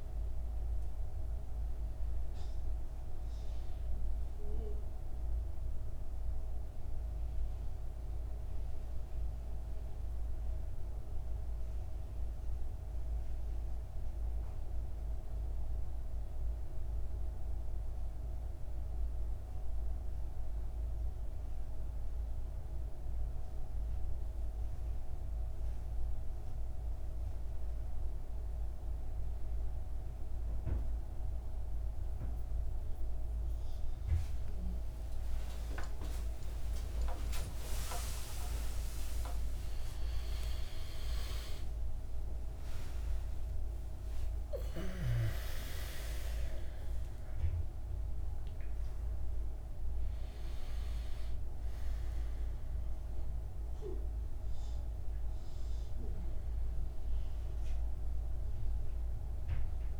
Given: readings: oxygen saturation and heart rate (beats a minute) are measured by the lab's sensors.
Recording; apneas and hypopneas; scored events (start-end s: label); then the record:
a person awake in a sleep study, by a room microphone; none
0.00-19.50 s: oxygen desaturation (device-marked, oxygen 93% lowest, heart rate 56 extreme)
7.50-60.00 s: new sleep stage, awake
From the record:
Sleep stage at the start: N2 (light sleep); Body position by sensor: on the back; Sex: male